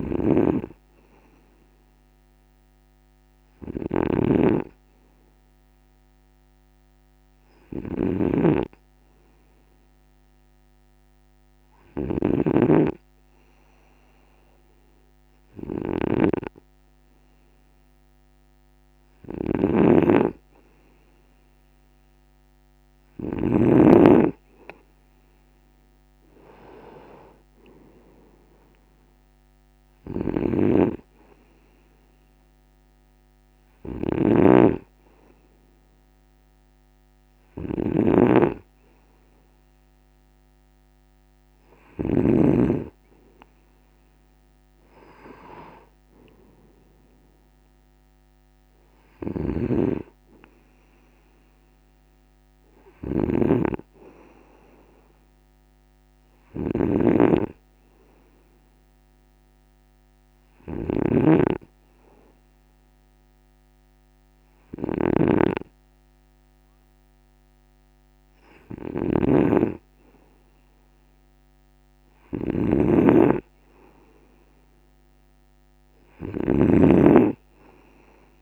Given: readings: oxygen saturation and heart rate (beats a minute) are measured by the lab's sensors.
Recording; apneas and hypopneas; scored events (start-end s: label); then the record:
breathing in sleep by a microphone on the trachea; 2
0.00-23.50 s: snoring (device-marked)
3.50-18.00 s: hypopnea (oxygen 97% before, 95% lowest, heart rate 53 before, 50 extreme, up 1 after)
20.00-23.50 s: arousal
29.50-42.00 s: snoring (device-marked)
49.00-78.42 s: snoring (device-marked)
52.00-55.50 s: arousal
60.00-70.00 s: hypopnea (oxygen 97% before, 95% lowest, heart rate 53 before, 52 extreme, up 3 after)
71.50-76.00 s: arousal
From the record:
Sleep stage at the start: N2 (light sleep); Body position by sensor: on the right side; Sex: male